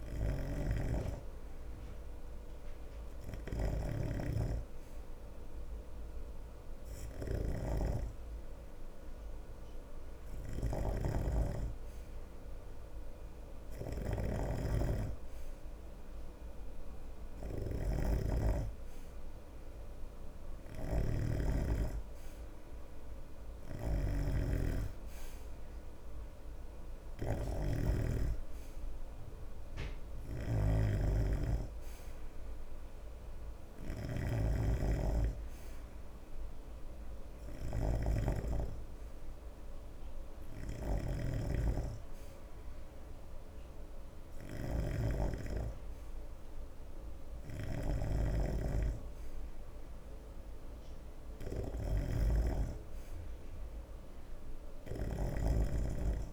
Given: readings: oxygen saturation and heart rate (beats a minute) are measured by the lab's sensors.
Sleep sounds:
breathing in sleep by a room microphone; 1
0.00-7.00 s: oxygen desaturation (device-marked, oxygen 89% lowest, heart rate 72 extreme)
0.00-56.33 s: snoring (device-marked)
0.50-13.00 s: hypopnea (oxygen 94% before, 88% lowest, heart rate 75 before, 72 extreme, up 4 after)
15.00-18.00 s: arousal
53.50-56.33 s: arousal
From the record:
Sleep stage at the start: N2 (light sleep); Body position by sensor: on the right side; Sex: male

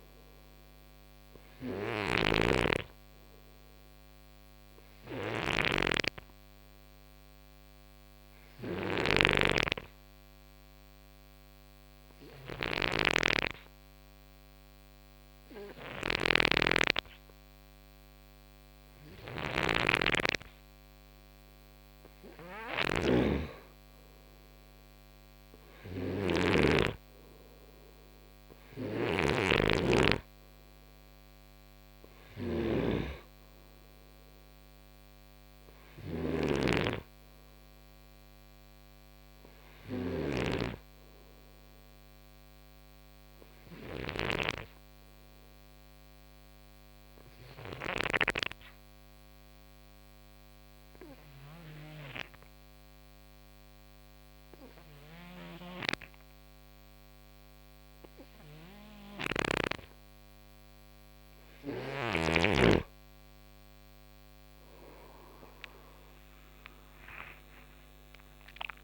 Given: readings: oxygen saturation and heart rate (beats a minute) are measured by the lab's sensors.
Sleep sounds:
breathing in sleep by a microphone on the trachea; 2
0.00-44.00 s: snoring (device-marked)
1.50-18.50 s: oxygen desaturation (device-marked, oxygen 97% before, 93% lowest, heart rate 64 before, 56 extreme)
7.00-20.50 s: obstructive apnea (oxygen 97% before, 93% lowest, heart rate 64 before, 58 extreme, up 6 after)
23.50-28.00 s: arousal
45.00-61.50 s: obstructive apnea (oxygen 96% before, 93% lowest, heart rate 64 before, 57 extreme, up 29 after)
65.50-68.84 s: arousal
From the record:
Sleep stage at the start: N2 (light sleep); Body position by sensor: on the right side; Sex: male

